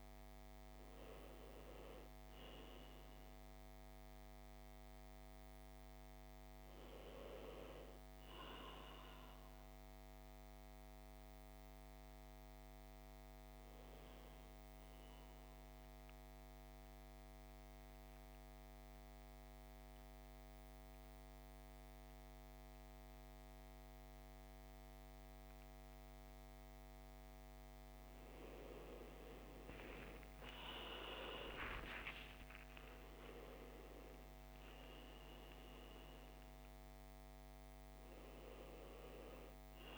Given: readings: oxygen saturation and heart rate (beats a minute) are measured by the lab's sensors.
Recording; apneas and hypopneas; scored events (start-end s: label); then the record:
breathing in sleep by a microphone on the trachea; 1
0.00-13.00 s: oxygen desaturation (device-marked, oxygen 72% lowest, heart rate 57 extreme)
9.00-27.00 s: central apnea (oxygen 85% before, 72% lowest, heart rate 84 before, 57 extreme, up 14 after)
30.00-39.98 s: oxygen desaturation (device-marked, oxygen 99% before, 87% lowest, heart rate 61 before, 57 extreme)
31.00-35.00 s: arousal
31.00-39.98 s: new sleep stage, N1 (lightest sleep)
From the record:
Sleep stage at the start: N2 (light sleep); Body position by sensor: on the back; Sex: male